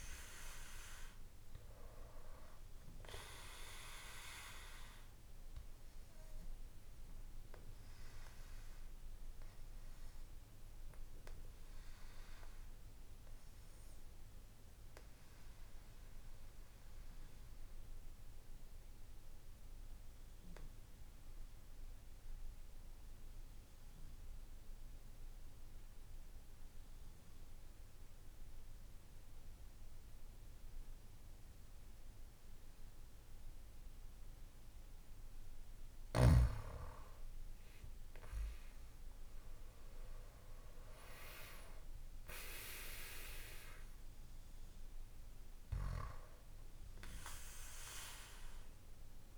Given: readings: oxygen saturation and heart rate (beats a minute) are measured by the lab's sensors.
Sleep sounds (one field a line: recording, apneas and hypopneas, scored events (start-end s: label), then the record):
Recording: breathing in sleep by a room microphone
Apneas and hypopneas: 1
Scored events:
0.00-31.00 s: oxygen desaturation (device-marked, oxygen 90% lowest, heart rate 55 extreme)
3.50-35.00 s: obstructive apnea (oxygen 98% before, 90% lowest, heart rate 62 before, 56 extreme, up 6 after)
37.00-41.50 s: arousal
From the record:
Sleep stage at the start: N2 (light sleep)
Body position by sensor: on the back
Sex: male